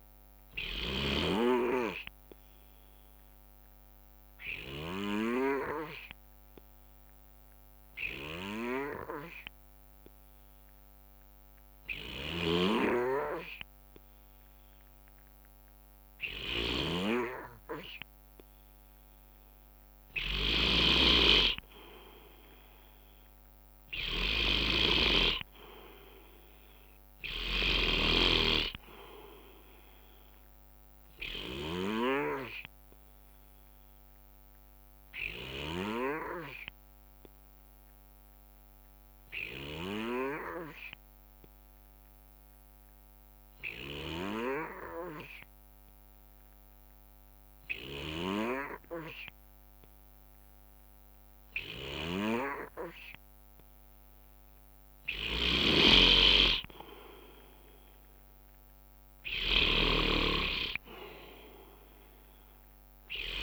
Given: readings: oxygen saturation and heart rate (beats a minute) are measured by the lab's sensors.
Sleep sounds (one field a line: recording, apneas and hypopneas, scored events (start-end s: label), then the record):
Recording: breathing in sleep by a microphone on the trachea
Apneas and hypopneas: 2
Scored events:
0.00-1.00 s: snoring (device-marked)
2.00-19.00 s: obstructive apnea (oxygen 96% before, 90% lowest, heart rate 65 before, 64 extreme, up 3 after)
9.50-22.50 s: drop in pulse transit time (device-marked, heart rate 65 before, 64 extreme)
12.00-36.00 s: snoring (device-marked)
23.00-27.50 s: arousal
32.50-54.00 s: obstructive apnea (oxygen 94% before, 90% lowest, heart rate 66 before, 61 extreme, up 2 after)
55.00-63.43 s: snoring (device-marked)
56.50-61.50 s: arousal
56.50-63.43 s: oxygen desaturation (device-marked, oxygen 96% before, 90% lowest, heart rate 67 before, 61 extreme)
From the record:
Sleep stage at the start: N2 (light sleep)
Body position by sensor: on the right side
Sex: male